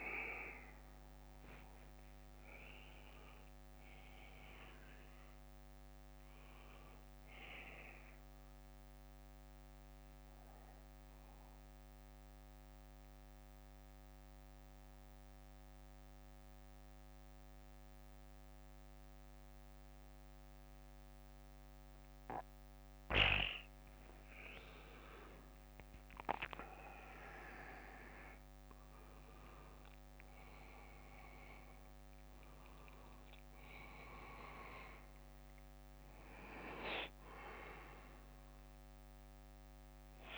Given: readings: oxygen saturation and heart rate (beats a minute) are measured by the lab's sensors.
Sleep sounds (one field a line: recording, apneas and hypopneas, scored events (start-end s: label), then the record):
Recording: breathing in sleep by a microphone on the trachea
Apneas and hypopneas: 1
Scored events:
0.00-1.50 s: bradycardia (device-marked, heart rate 50 extreme)
6.50-21.50 s: bradycardia (device-marked, heart rate 60 before, 49 extreme)
9.00-24.50 s: mixed apnea (oxygen 96% before, 92% lowest, heart rate 61 before, 49 extreme, up 16 after)
26.50-30.50 s: arousal
36.50-40.37 s: bradycardia (device-marked, heart rate 61 before, 52 extreme)
From the record:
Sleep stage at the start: N2 (light sleep)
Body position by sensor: on the back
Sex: male